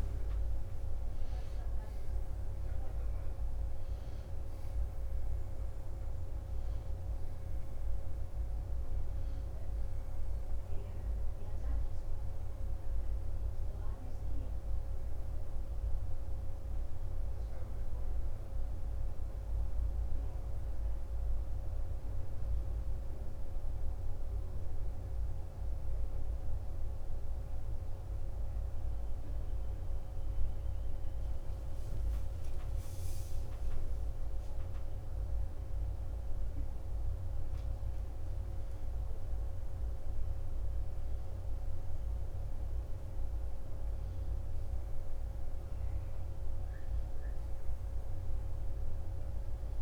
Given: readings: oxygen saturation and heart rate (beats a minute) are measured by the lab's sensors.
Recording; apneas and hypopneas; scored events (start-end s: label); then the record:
breathing in sleep, hard to hear, by a room microphone; 1
22.00-37.00 s: hypopnea (oxygen 93% before, 90% lowest, heart rate 57 before, 49 extreme, up 12 after)
41.00-44.50 s: arousal
From the record:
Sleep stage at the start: N2 (light sleep); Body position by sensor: on the back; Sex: male